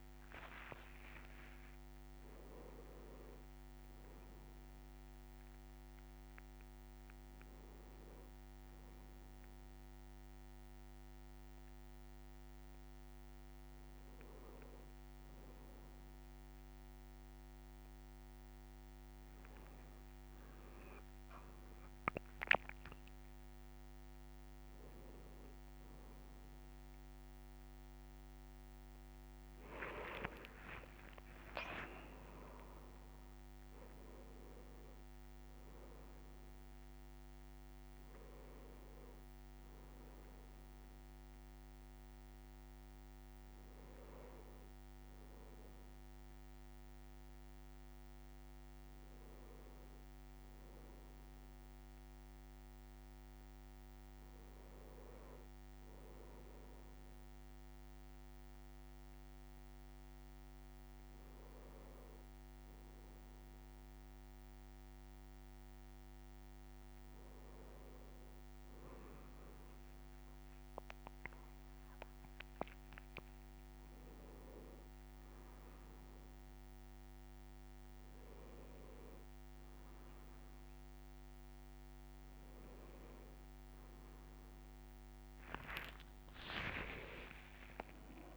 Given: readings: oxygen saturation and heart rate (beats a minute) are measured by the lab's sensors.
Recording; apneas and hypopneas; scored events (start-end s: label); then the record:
a person awake in a sleep study, by a microphone on the trachea; none
29.50-33.50 s: leg movement (device-marked)
From the record:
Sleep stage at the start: awake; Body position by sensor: on the right side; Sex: male